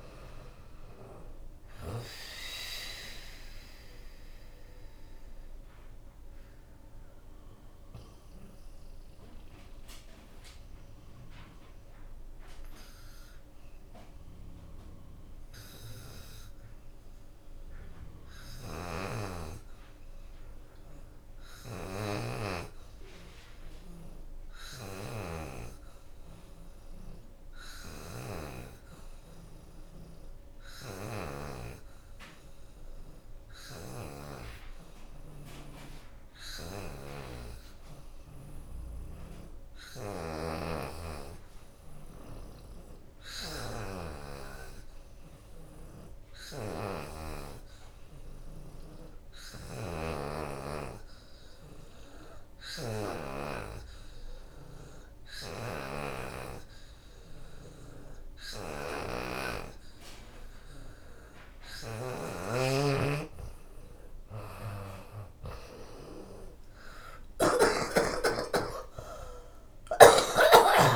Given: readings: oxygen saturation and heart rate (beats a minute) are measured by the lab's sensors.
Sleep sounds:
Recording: breathing in sleep by a room microphone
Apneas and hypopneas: 1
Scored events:
0.00-11.50 s: drop in pulse transit time (device-marked, heart rate 75 extreme)
2.50-60.50 s: mixed apnea (oxygen 91% before, 78% lowest, heart rate 79 before, 66 extreme, up 13 after)
3.50-22.50 s: oxygen desaturation (device-marked, oxygen 91% before, 83% lowest, heart rate 80 before, 66 extreme)
44.50-60.50 s: oxygen desaturation (device-marked, oxygen 87% before, 82% lowest, heart rate 78 before, 75 extreme)
65.50-70.96 s: oxygen desaturation (device-marked, oxygen 84% before, 78% lowest, heart rate 78 before, 71 extreme)
67.00-70.96 s: arousal
67.50-70.96 s: drop in pulse transit time (device-marked, heart rate 79 before, 91 extreme)
From the record:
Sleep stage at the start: N2 (light sleep)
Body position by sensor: on the back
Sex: female

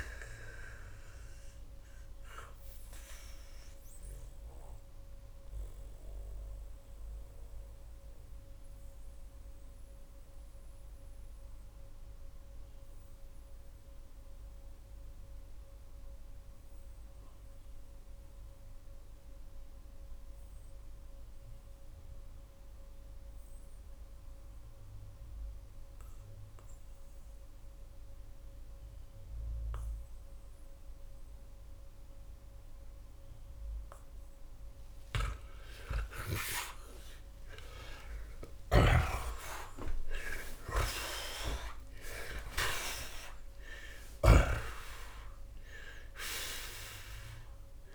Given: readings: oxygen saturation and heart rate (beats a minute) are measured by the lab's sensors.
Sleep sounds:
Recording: breathing in sleep by a room microphone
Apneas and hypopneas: 1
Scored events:
3.50-35.00 s: mixed apnea (oxygen 93% before, 79% lowest)
15.00-26.00 s: oxygen desaturation (device-marked, oxygen 93% before, 88% lowest)
28.00-36.00 s: oxygen desaturation (device-marked, oxygen 90% before, 79% lowest)
37.00-41.50 s: arousal
From the record:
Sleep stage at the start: REM sleep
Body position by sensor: on the back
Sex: male

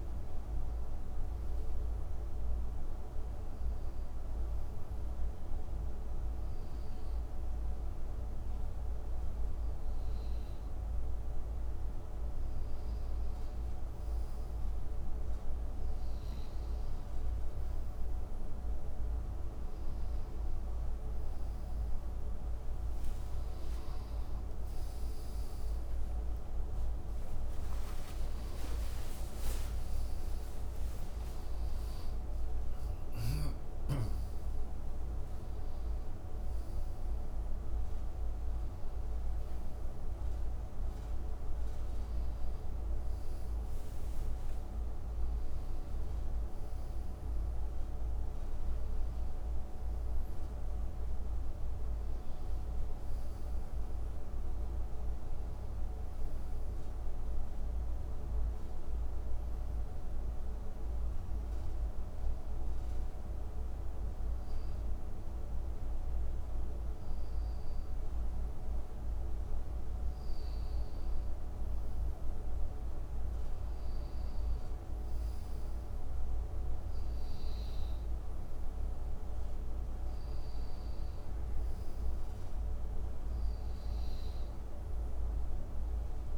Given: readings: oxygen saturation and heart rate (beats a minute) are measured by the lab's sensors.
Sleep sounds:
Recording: a person partly awake in a sleep study, hard to hear, by a room microphone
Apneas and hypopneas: 2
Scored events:
1.50-14.00 s: hypopnea (oxygen 97% before, 90% lowest, heart rate 74 before, 70 extreme, up 5 after)
10.50-27.50 s: oxygen desaturation (device-marked, oxygen 94% before, 90% lowest, heart rate 70 before, 70 extreme)
24.50-54.50 s: new sleep stage, awake
54.50-84.50 s: new sleep stage, N1 (lightest sleep)
60.00-71.00 s: hypopnea (oxygen 94% before, 89% lowest, heart rate 72 before, 67 extreme, up 6 after)
72.50-77.00 s: arousal
73.50-86.38 s: oxygen desaturation (device-marked, oxygen 93% before, 90% lowest, heart rate 69 before, 73 extreme)
84.50-86.38 s: new sleep stage, N2 (light sleep)
From the record:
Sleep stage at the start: N1 (lightest sleep)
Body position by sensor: on the right side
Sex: male

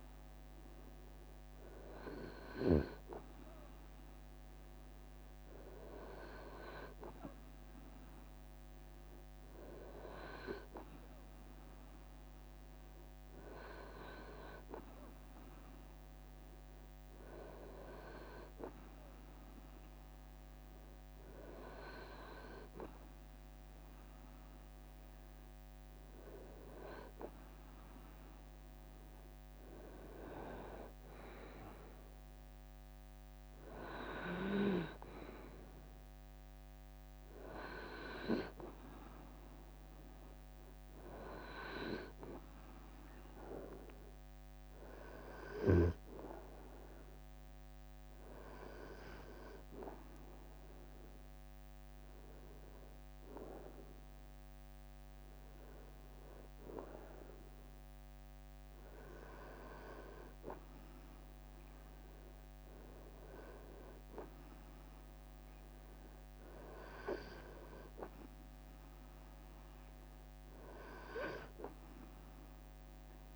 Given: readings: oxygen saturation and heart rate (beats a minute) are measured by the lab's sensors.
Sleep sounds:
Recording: breathing in sleep by a microphone on the trachea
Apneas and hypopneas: none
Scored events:
30.00-43.00 s: drop in pulse transit time (device-marked, heart rate 79 before, 77 extreme)
40.50-42.50 s: long interval between heartbeats (device-marked, heart rate 79 before, 80 extreme)
From the record:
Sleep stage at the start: REM sleep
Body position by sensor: on the right side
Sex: male

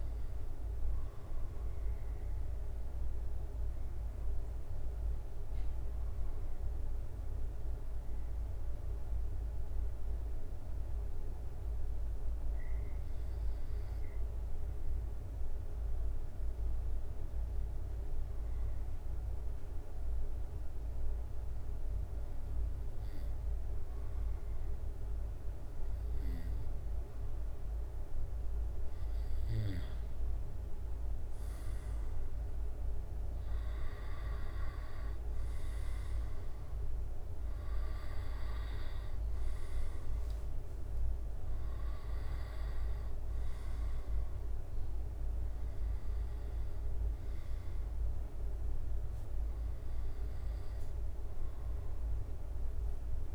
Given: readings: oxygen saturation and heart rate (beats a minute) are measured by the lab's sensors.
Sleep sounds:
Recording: breathing in sleep, hard to hear, by a room microphone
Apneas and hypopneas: 1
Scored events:
6.50-28.50 s: obstructive apnea (oxygen 96% before, 91% lowest, heart rate 69 before, 67 extreme, up 4 after)
31.00-34.50 s: arousal
32.00-44.00 s: drop in pulse transit time (device-marked, heart rate 69 before, 70 extreme)
From the record:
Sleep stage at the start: N2 (light sleep)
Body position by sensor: on the back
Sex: male

